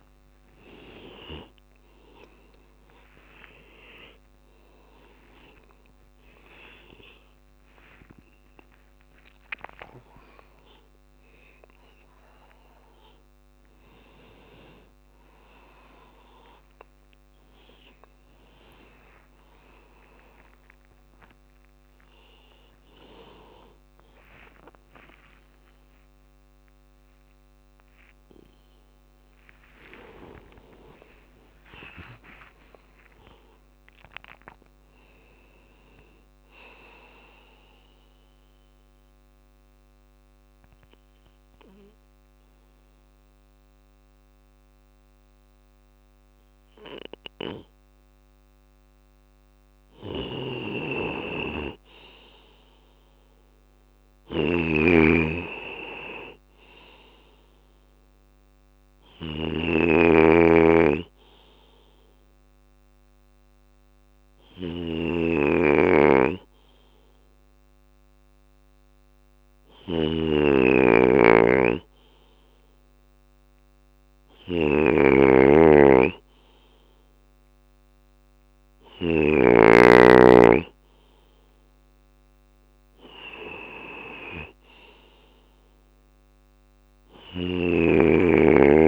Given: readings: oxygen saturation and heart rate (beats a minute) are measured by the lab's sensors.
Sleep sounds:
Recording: a person partly awake in a sleep study, by a microphone on the trachea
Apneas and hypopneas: 2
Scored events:
1.00-19.00 s: drop in pulse transit time (device-marked, heart rate 64 before, 80 extreme)
1.00-31.00 s: new sleep stage, awake
4.00-6.00 s: long interval between heartbeats (device-marked, heart rate 67 before, 88 extreme)
8.50-10.50 s: long interval between heartbeats (device-marked, heart rate 73 before, 98 extreme)
31.00-88.88 s: new sleep stage, N2 (light sleep)
32.00-41.00 s: drop in pulse transit time (device-marked, heart rate 79 before, 67 extreme)
36.50-49.00 s: mixed apnea (oxygen 98% before, 93% lowest, heart rate 77 before, 57 extreme, up 4 after)
49.50-78.50 s: snoring (device-marked)
51.50-55.00 s: arousal
58.00-63.00 s: bradycardia (device-marked, heart rate 64 before, 57 extreme)
59.00-75.00 s: oxygen desaturation (device-marked, oxygen 97% before, 93% lowest, heart rate 62 before, 57 extreme)
61.50-73.50 s: hypopnea (oxygen 97% before, 93% lowest, heart rate 61 before, 57 extreme, up 4 after)
80.50-84.00 s: arousal
86.00-88.88 s: bradycardia (device-marked, heart rate 64 before, 57 extreme)
86.50-88.88 s: snoring (device-marked)
From the record:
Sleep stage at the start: N2 (light sleep)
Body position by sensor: on the left side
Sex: male

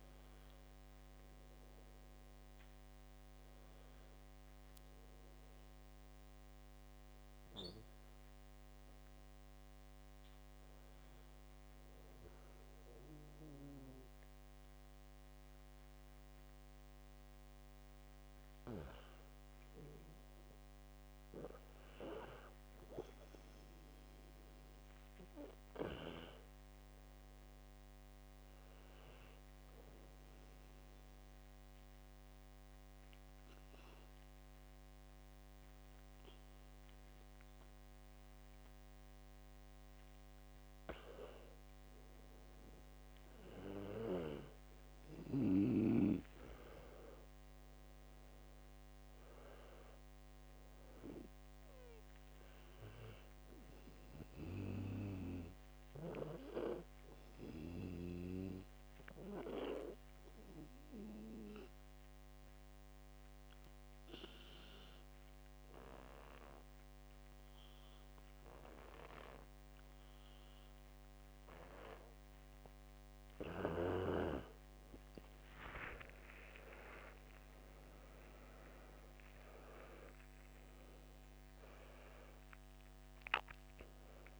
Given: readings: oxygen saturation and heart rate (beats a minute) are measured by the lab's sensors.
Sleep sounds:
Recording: breathing in sleep by a microphone on the trachea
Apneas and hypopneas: 3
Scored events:
1.50-7.50 s: oxygen desaturation (device-marked, oxygen 98% before, 94% lowest, heart rate 81 before, 64 extreme)
6.50-17.00 s: hypopnea (oxygen 100% before, 92% lowest, heart rate 74 before, 64 extreme, up 1 after)
19.00-23.00 s: arousal
25.50-40.50 s: oxygen desaturation (device-marked, oxygen 100% before, 95% lowest, heart rate 67 before, 64 extreme)
31.50-41.50 s: obstructive apnea (oxygen 100% before, 92% lowest, heart rate 66 before, 64 extreme, up 2 after)
43.50-48.00 s: arousal
49.50-72.50 s: oxygen desaturation (device-marked, oxygen 98% before, 92% lowest, heart rate 69 before, 62 extreme)
59.00-72.50 s: obstructive apnea (oxygen 98% before, 92% lowest, heart rate 69 before, 62 extreme, up 32 after)
77.00-83.00 s: arousal
From the record:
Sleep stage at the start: N2 (light sleep)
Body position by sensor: on the back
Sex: male

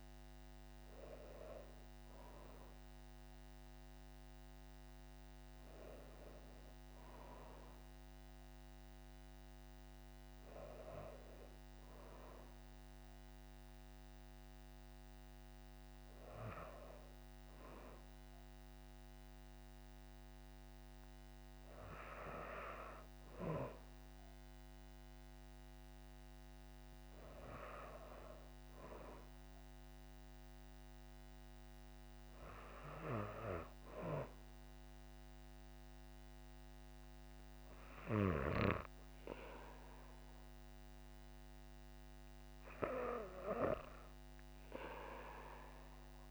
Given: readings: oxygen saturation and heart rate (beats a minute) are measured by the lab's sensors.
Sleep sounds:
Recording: breathing in sleep by a microphone on the trachea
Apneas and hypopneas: none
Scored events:
none scored
From the record:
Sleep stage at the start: N1 (lightest sleep)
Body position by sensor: on the back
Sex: female

